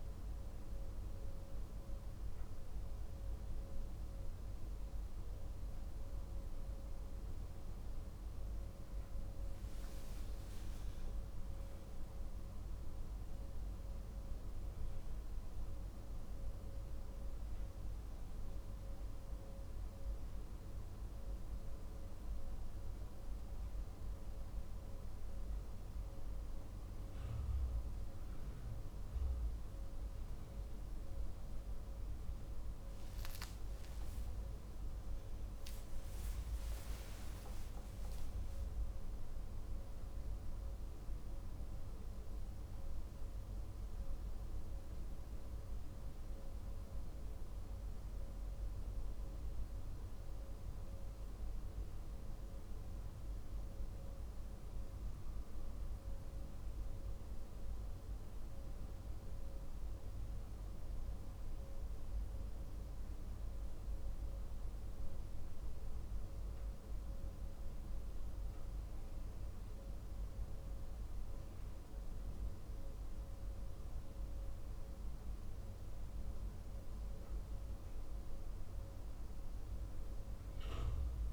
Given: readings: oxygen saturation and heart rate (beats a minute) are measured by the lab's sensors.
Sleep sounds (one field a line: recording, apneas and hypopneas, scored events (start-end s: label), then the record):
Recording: breathing in sleep, hard to hear, by a room microphone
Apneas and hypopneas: none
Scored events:
30.00-60.00 s: new sleep stage, N1 (lightest sleep)
60.00-81.33 s: new sleep stage, N2 (light sleep)
From the record:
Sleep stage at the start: N2 (light sleep)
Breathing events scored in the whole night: 71 in 5.8 hours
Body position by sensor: on the back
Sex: male